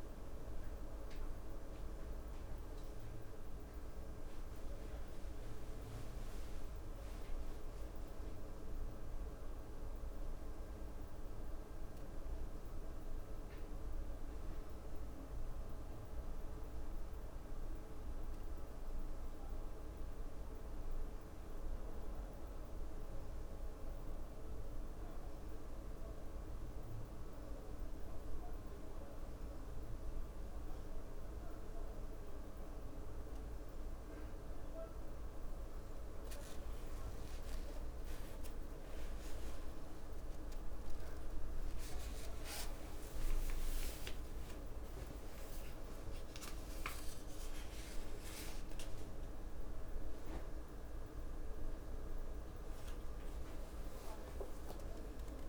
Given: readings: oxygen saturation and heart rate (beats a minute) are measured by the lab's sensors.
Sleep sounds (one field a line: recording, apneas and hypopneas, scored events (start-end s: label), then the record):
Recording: breathing in sleep, hard to hear, by a room microphone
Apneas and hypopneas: none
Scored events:
4.00-8.50 s: leg movement (device-marked)
36.00-40.00 s: leg movement (device-marked)
39.00-44.00 s: arousal
42.50-50.50 s: leg movement (device-marked)
From the record:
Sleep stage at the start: N2 (light sleep)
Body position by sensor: on the back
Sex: female